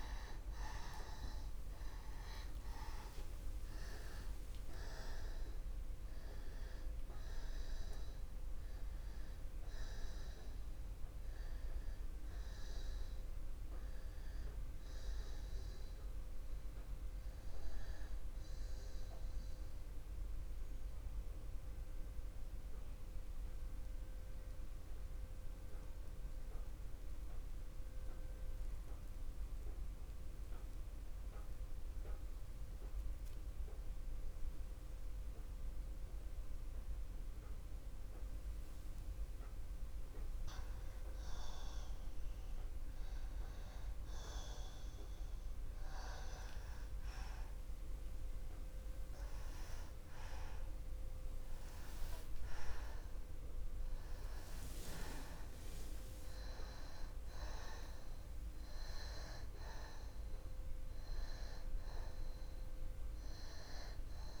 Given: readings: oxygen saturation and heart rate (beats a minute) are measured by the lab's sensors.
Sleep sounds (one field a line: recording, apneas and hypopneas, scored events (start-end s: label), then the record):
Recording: breathing in sleep by a room microphone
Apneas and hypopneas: 1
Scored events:
0.00-29.50 s: oxygen desaturation (device-marked, oxygen 83% lowest, heart rate 61 extreme)
19.00-41.50 s: mixed apnea (oxygen 95% before, 85% lowest, heart rate 81 before, 53 extreme, up 10 after)
43.50-49.00 s: arousal
52.50-64.40 s: oxygen desaturation (device-marked, oxygen 97% before, 85% lowest, heart rate 68 before, 61 extreme)
From the record:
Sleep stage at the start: N2 (light sleep)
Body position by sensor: on the back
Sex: male